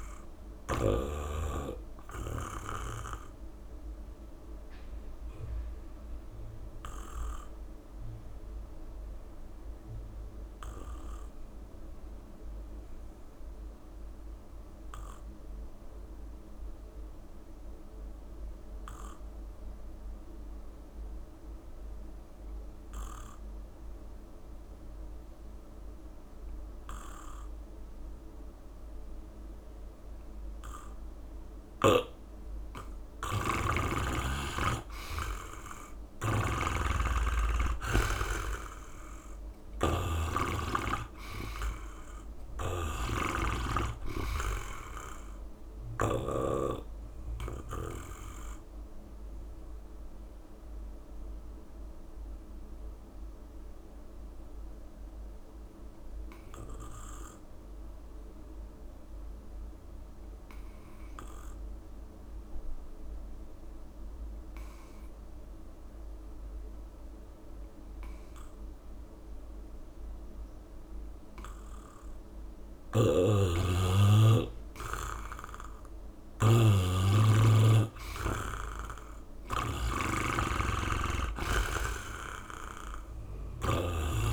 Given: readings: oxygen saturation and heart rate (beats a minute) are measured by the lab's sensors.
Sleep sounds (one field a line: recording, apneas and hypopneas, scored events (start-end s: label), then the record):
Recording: breathing in sleep by a room microphone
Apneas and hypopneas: 2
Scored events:
0.00-1.00 s: snoring (device-marked)
0.00-13.00 s: oxygen desaturation (device-marked, oxygen 85% lowest, heart rate 48 extreme)
2.00-32.50 s: obstructive apnea (oxygen 99% before, 83% lowest, heart rate 62 before, 44 extreme, up 6 after)
7.00-9.00 s: long interval between heartbeats (device-marked, heart rate 61 before, 59 extreme)
12.00-14.00 s: long interval between heartbeats (device-marked, heart rate 60 before, 59 extreme)
31.00-59.00 s: oxygen desaturation (device-marked, oxygen 96% before, 84% lowest, heart rate 64 before, 44 extreme)
34.50-38.50 s: arousal
36.50-46.00 s: snoring (device-marked)
37.00-39.00 s: long interval between heartbeats (device-marked, heart rate 67 before, 69 extreme)
48.00-74.00 s: obstructive apnea (oxygen 97% before, 82% lowest, heart rate 62 before, 45 extreme, up 5 after)
53.50-55.50 s: long interval between heartbeats (device-marked, heart rate 63 before, 68 extreme)
66.00-68.00 s: long interval between heartbeats (device-marked, heart rate 67 before, 74 extreme)
72.50-79.50 s: snoring (device-marked)
73.50-75.50 s: long interval between heartbeats (device-marked, heart rate 65 before, 54 extreme)
75.50-78.50 s: arousal
77.00-84.33 s: oxygen desaturation (device-marked, oxygen 95% before, 83% lowest, heart rate 63 before, 45 extreme)
79.00-81.00 s: long interval between heartbeats (device-marked, heart rate 63 before, 57 extreme)
From the record:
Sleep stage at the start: N2 (light sleep)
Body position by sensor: on the back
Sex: male